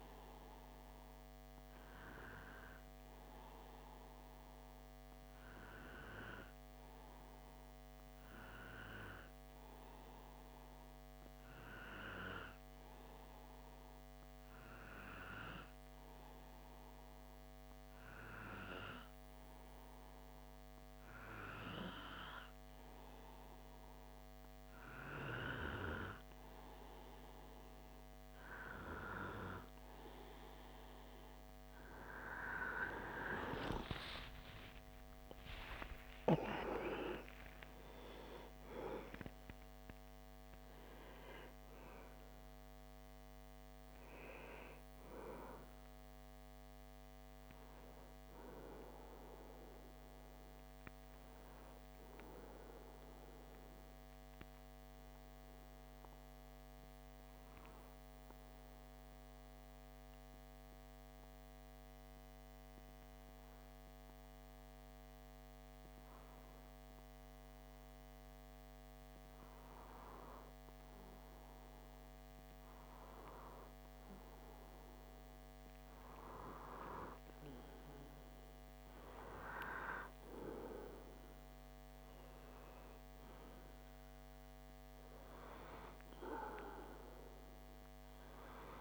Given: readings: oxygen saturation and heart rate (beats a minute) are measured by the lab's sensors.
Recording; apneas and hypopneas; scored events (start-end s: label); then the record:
breathing in sleep by a microphone on the trachea; 2
1.00-23.50 s: obstructive apnea (oxygen 96% before, 92% lowest)
32.50-37.00 s: arousal
60.50-73.50 s: obstructive apnea (oxygen 97% before, 95% lowest)
78.50-83.50 s: arousal
From the record:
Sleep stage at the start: N2 (light sleep); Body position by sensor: on the back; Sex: male